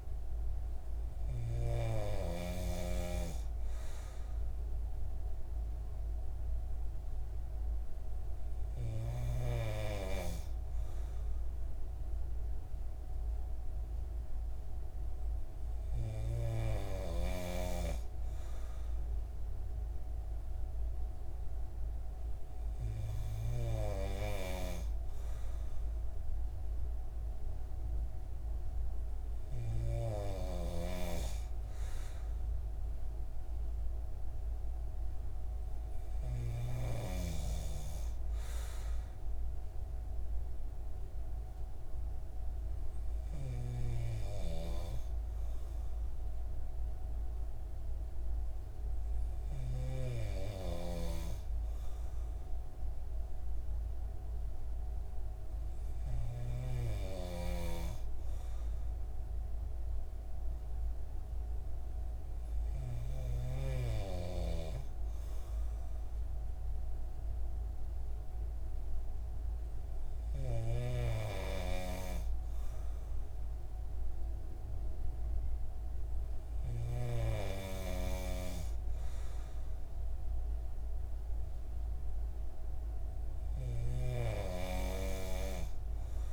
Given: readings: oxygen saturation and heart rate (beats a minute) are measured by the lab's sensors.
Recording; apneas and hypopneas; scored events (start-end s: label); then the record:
breathing in sleep by a room microphone; none
none scored
From the record:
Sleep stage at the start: N3 (deep sleep); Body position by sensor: on the right side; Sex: male